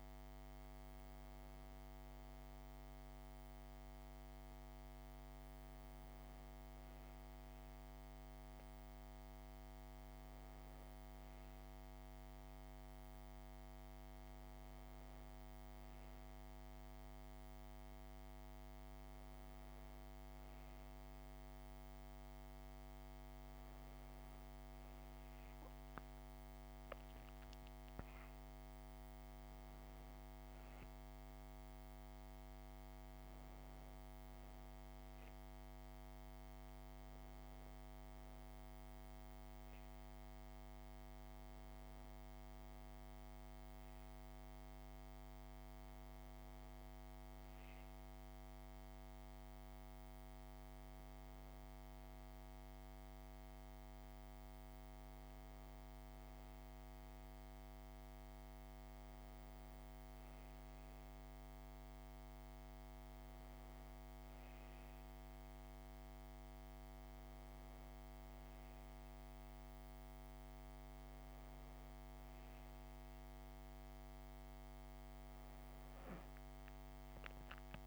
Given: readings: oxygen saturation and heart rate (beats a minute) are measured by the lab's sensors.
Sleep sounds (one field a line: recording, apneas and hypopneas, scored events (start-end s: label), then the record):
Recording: breathing in sleep, hard to hear, by a microphone on the trachea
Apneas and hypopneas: none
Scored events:
25.50-29.00 s: arousal
From the record:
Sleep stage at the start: N1 (lightest sleep)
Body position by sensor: on the back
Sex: female